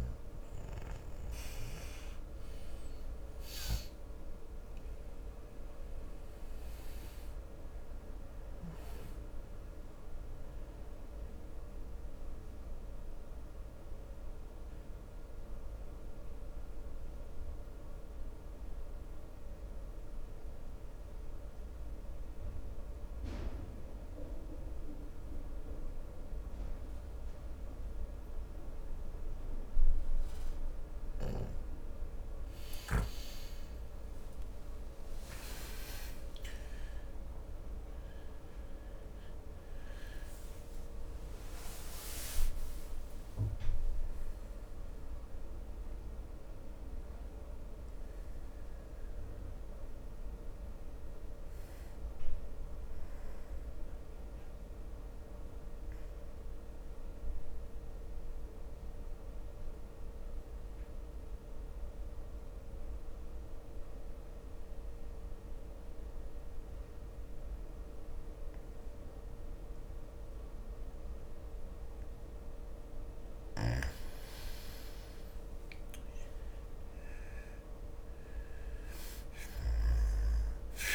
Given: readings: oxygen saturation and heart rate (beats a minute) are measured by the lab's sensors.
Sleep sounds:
breathing in sleep, hard to hear, by a room microphone; 2
0.00-4.00 s: arousal
0.50-15.50 s: oxygen desaturation (device-marked, oxygen 96% before, 93% lowest, heart rate 68 before, 64 extreme)
11.00-32.00 s: obstructive apnea (oxygen 96% before, 91% lowest, heart rate 70 before, 64 extreme, up 13 after)
33.50-39.00 s: arousal
40.50-48.50 s: oxygen desaturation (device-marked, oxygen 95% before, 92% lowest, heart rate 68 before, 66 extreme)
52.50-73.00 s: obstructive apnea (oxygen 95% before, 89% lowest, heart rate 74 before, 66 extreme, up 10 after)
69.50-75.50 s: oxygen desaturation (device-marked, oxygen 97% before, 91% lowest, heart rate 69 before, 68 extreme)
76.00-80.95 s: arousal
From the record:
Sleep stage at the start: N2 (light sleep); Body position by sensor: on the right side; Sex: male

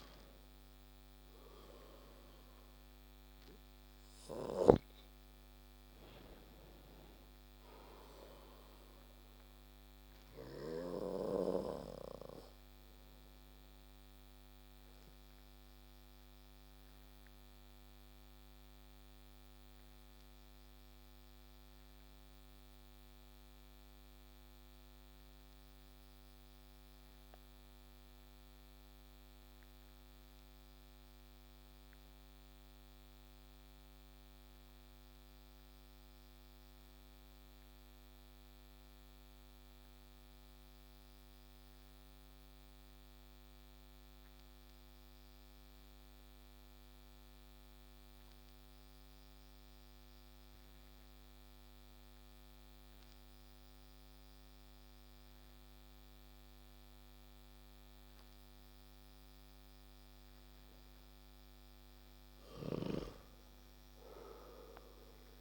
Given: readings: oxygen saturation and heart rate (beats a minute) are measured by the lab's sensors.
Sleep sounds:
breathing in sleep by a microphone on the trachea; 1
0.00-1.00 s: arousal
0.00-17.50 s: oxygen desaturation (device-marked, oxygen 91% lowest)
9.50-60.00 s: obstructive apnea (oxygen 97% before, 89% lowest)
62.00-65.41 s: arousal
From the record:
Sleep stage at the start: N2 (light sleep); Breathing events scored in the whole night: 249 in 4.6 hours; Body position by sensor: on the back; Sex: male

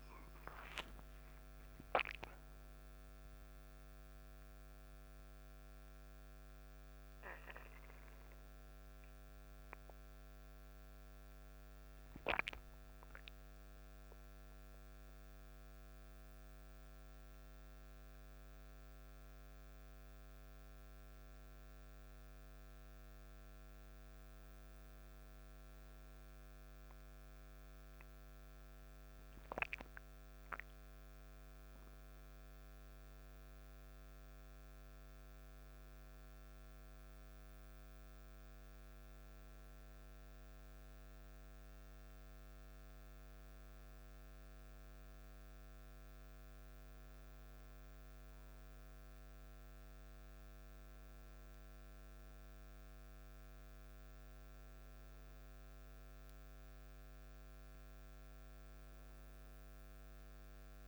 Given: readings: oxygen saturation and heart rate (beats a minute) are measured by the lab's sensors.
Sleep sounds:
a person partly awake in a sleep study, hard to hear, by a microphone on the trachea; none
28.50-60.88 s: new sleep stage, N1 (lightest sleep)
From the record:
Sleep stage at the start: awake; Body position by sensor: on the back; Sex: male

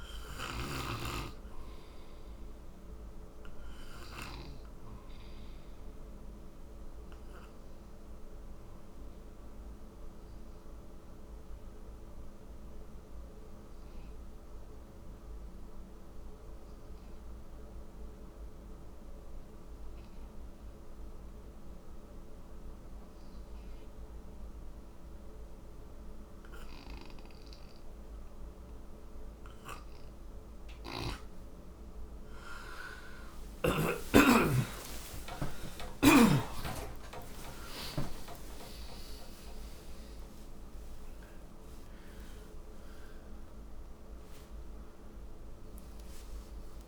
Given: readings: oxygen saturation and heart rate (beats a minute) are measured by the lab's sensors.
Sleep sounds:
breathing in sleep by a room microphone; 1
0.00-16.00 s: oxygen desaturation (device-marked, oxygen 88% lowest, heart rate 54 extreme)
10.50-31.50 s: obstructive apnea (oxygen 98% before, 89% lowest, heart rate 59 before, 55 extreme)
28.00-40.00 s: oxygen desaturation (device-marked, oxygen 97% before, 89% lowest, heart rate 58 before, 54 extreme)
34.00-41.50 s: arousal
From the record:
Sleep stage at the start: N2 (light sleep); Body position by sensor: on the right side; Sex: male

